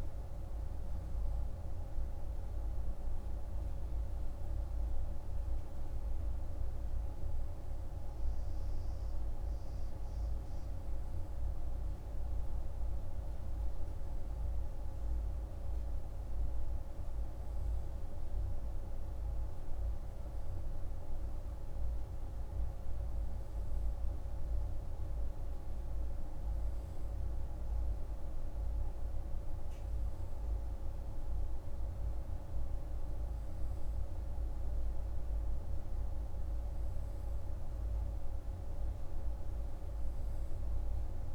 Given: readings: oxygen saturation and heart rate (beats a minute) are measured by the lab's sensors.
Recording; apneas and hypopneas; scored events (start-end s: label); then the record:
breathing in sleep, hard to hear, by a room microphone; none
none scored
From the record:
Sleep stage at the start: N3 (deep sleep); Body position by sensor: on the right side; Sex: male